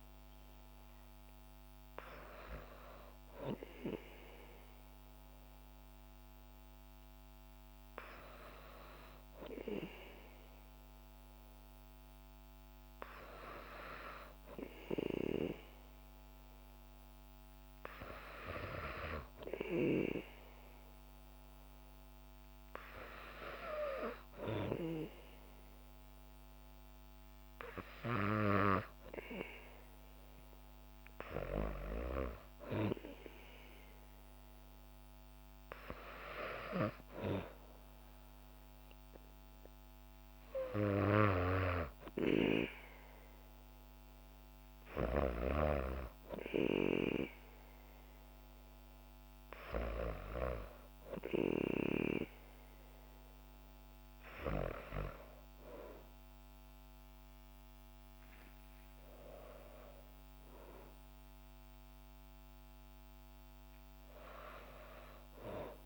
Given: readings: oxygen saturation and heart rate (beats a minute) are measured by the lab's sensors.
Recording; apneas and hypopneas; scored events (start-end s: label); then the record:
breathing in sleep by a microphone on the trachea; none
none scored
From the record:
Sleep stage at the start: N2 (light sleep); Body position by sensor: on the back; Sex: female